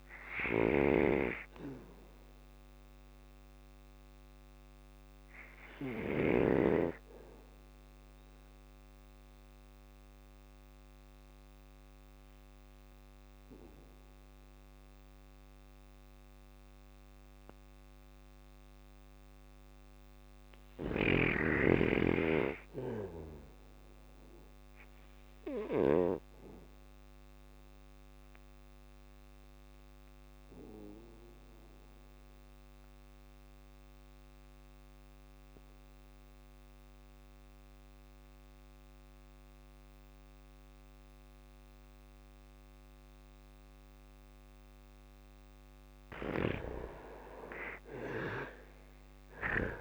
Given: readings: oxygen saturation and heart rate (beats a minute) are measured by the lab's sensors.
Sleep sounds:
breathing in sleep by a microphone on the trachea; 2
0.00-6.50 s: drop in pulse transit time (device-marked, heart rate 59 extreme)
0.00-6.50 s: oxygen desaturation (device-marked, oxygen 92% lowest, heart rate 58 extreme)
0.00-12.50 s: bradycardia (device-marked, heart rate 58 extreme)
7.50-18.50 s: obstructive apnea (oxygen 96% before, 86% lowest, heart rate 63 before, 54 extreme, up 1 after)
20.50-24.00 s: arousal
23.50-25.50 s: bradycardia (device-marked, heart rate 63 before, 60 extreme)
28.00-43.50 s: obstructive apnea (oxygen 99% before, 86% lowest, heart rate 60 before, 54 extreme, up 10 after)
30.50-44.50 s: bradycardia (device-marked, heart rate 63 before, 54 extreme)
45.50-49.81 s: drop in pulse transit time (device-marked, heart rate 58 before, 55 extreme)
46.00-49.50 s: arousal
47.50-49.81 s: oxygen desaturation (device-marked, oxygen 96% before, 86% lowest, heart rate 57 before, 58 extreme)
From the record:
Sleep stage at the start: N2 (light sleep); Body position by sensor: on the back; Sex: male

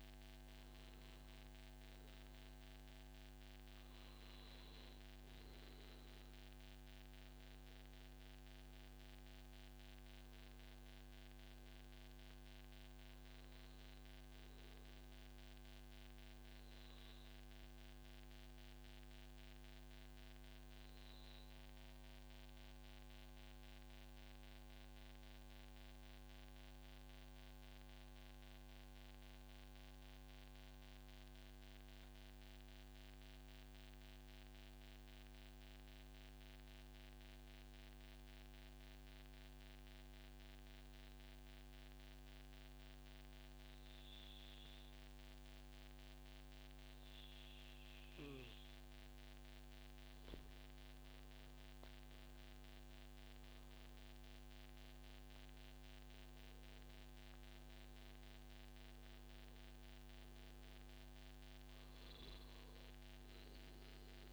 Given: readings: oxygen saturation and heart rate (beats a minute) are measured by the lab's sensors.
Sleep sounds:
breathing in sleep, hard to hear, by a microphone on the trachea; 1
5.00-20.00 s: oxygen desaturation (device-marked, oxygen 97% before, 93% lowest, heart rate 110 before, 136 extreme)
18.00-46.50 s: mixed apnea (oxygen 98% before, 91% lowest, heart rate 126 before, 140 extreme, up 0 after)
48.00-64.33 s: oxygen desaturation (device-marked, oxygen 97% before, 91% lowest, heart rate 143 before, 92 extreme)
49.00-52.50 s: arousal
From the record:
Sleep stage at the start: N2 (light sleep); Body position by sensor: on the back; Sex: male

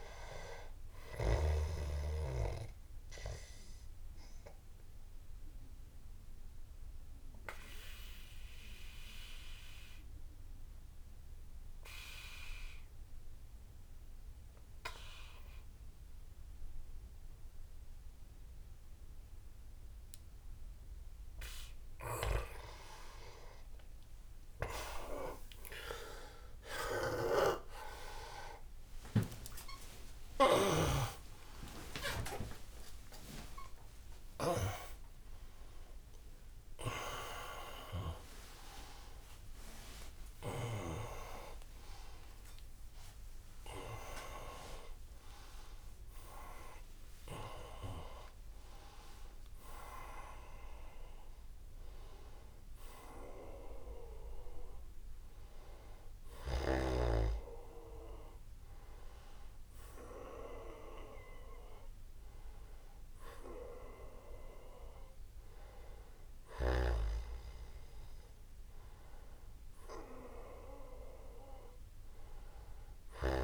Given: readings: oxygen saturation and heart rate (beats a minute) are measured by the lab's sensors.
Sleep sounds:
a person awake in a sleep study, by a room microphone; 1
4.00-21.50 s: obstructive apnea (oxygen 99% before, 89% lowest, heart rate 78 before, 73 extreme, up 12 after)
8.00-73.44 s: new sleep stage, awake
23.00-52.00 s: oxygen desaturation (device-marked, oxygen 98% before, 89% lowest, heart rate 78 before, 79 extreme)
29.00-50.00 s: tachycardia (device-marked, heart rate 81 before, 163 extreme)
From the record:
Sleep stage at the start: N2 (light sleep); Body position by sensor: on the back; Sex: male

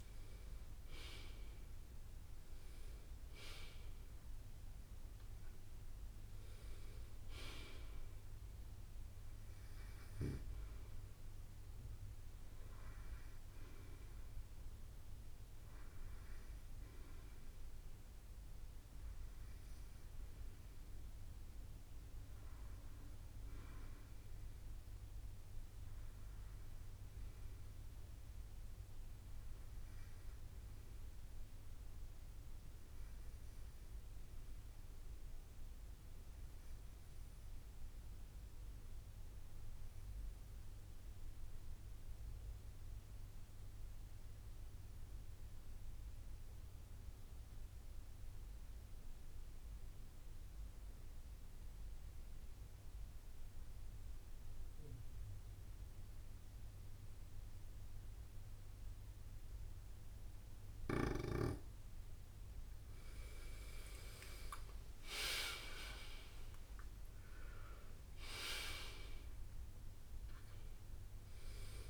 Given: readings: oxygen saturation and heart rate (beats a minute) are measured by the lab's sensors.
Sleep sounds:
breathing in sleep by a room microphone; 1
0.00-4.00 s: arousal
0.00-14.00 s: drop in pulse transit time (device-marked, heart rate 64 extreme)
38.00-60.50 s: obstructive apnea (oxygen 97% before, 91% lowest, heart rate 64 before, 53 extreme, up 7 after)
54.00-71.90 s: oxygen desaturation (device-marked, oxygen 96% before, 91% lowest, heart rate 64 before, 53 extreme)
55.00-64.00 s: bradycardia (device-marked, heart rate 64 before, 53 extreme)
64.00-69.00 s: arousal
65.00-71.90 s: drop in pulse transit time (device-marked, heart rate 60 before, 58 extreme)
From the record:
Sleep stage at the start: N2 (light sleep); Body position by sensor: on the right side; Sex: male

